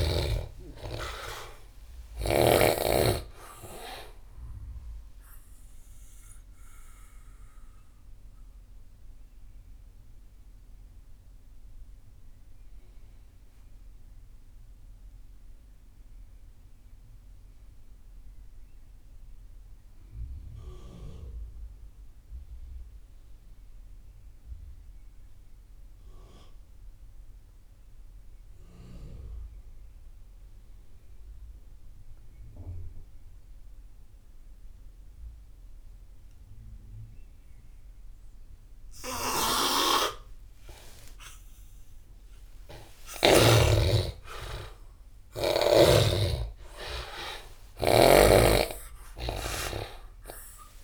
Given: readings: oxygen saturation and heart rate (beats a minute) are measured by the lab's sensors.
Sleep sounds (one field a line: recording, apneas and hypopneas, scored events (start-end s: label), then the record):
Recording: breathing in sleep by a room microphone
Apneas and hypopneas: 1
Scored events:
0.00-1.00 s: arousal
0.00-21.50 s: oxygen desaturation (device-marked, oxygen 75% lowest)
6.50-39.50 s: mixed apnea (oxygen 97% before, 74% lowest)
34.50-50.84 s: oxygen desaturation (device-marked, oxygen 98% before, 74% lowest)
38.50-43.00 s: snoring (device-marked)
41.00-47.50 s: arousal
From the record:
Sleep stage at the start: N2 (light sleep)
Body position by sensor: on the back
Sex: male